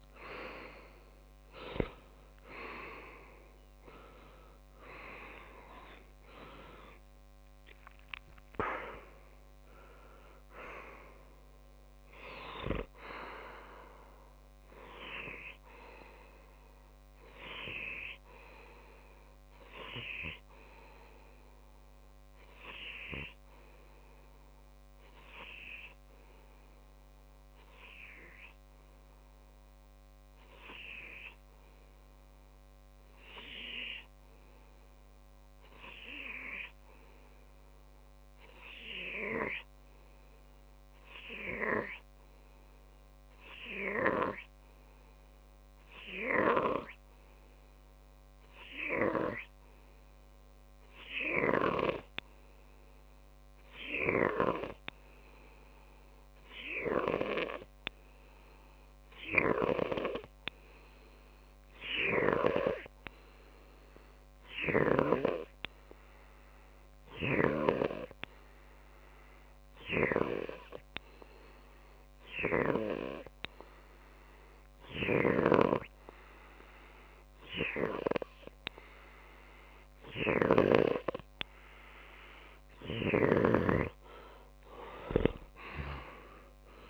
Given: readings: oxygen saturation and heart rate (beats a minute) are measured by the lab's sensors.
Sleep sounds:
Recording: breathing in sleep by a microphone on the trachea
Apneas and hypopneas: 1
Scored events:
0.00-12.50 s: oxygen desaturation (device-marked, oxygen 93% lowest)
17.50-82.00 s: obstructive apnea (oxygen 96% before, 93% lowest)
53.50-62.50 s: oxygen desaturation (device-marked, oxygen 99% before, 96% lowest)
80.50-84.00 s: snoring (device-marked)
85.00-86.90 s: arousal
From the record:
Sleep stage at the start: N2 (light sleep)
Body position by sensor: on the left side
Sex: male

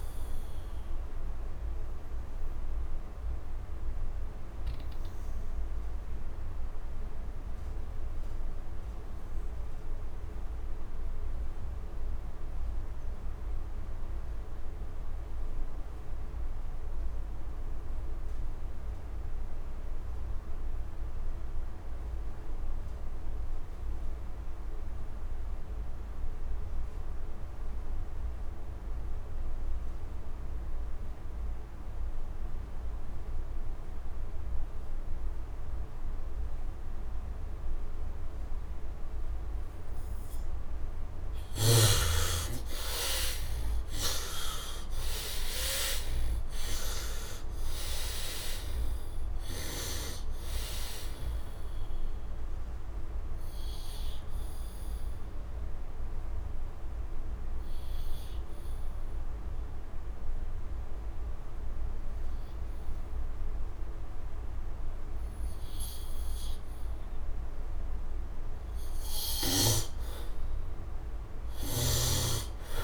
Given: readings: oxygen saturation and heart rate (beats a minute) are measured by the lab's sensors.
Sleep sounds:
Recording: breathing in sleep by a room microphone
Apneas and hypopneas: 2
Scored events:
0.00-20.50 s: oxygen desaturation (device-marked, oxygen 62% lowest, heart rate 58 extreme)
1.50-4.50 s: bradycardia (device-marked, heart rate 73 before, 62 extreme)
3.00-40.50 s: obstructive apnea (oxygen 97% before, 57% lowest, heart rate 75 before, 61 extreme, up 25 after)
22.50-71.50 s: oxygen desaturation (device-marked, oxygen 99% before, 57% lowest, heart rate 63 before, 63 extreme)
42.50-48.00 s: arousal
52.50-68.00 s: obstructive apnea (oxygen 99% before, 57% lowest, heart rate 79 before, 66 extreme, up 16 after)
71.00-72.84 s: arousal
From the record:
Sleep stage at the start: N2 (light sleep)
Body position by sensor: on the back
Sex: male

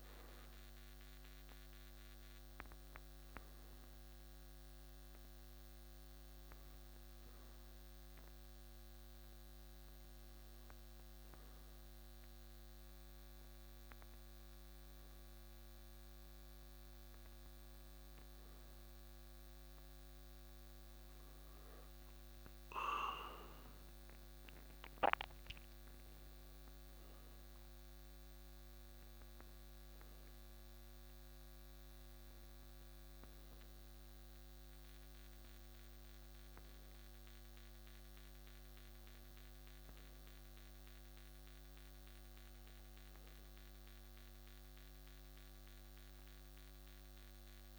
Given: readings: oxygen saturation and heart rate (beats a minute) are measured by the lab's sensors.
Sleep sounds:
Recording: breathing in sleep, hard to hear, by a microphone on the trachea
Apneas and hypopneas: none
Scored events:
none scored
From the record:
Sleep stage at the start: N2 (light sleep)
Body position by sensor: on the back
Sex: male

